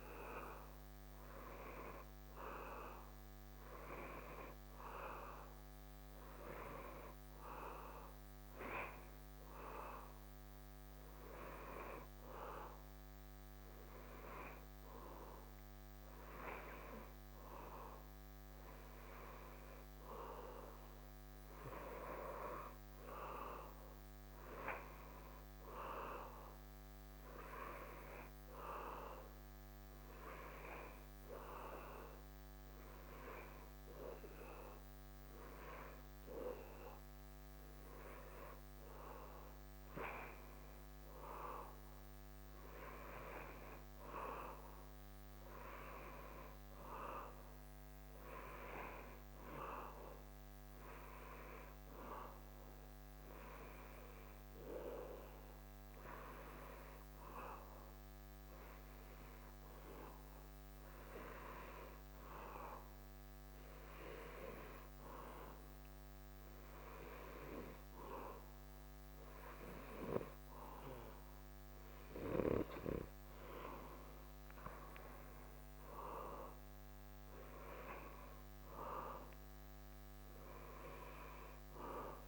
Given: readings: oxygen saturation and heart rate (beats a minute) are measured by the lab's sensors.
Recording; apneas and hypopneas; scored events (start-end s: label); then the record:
breathing in sleep by a microphone on the trachea; none
67.50-73.00 s: arousal
From the record:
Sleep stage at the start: N2 (light sleep); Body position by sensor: on the back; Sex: male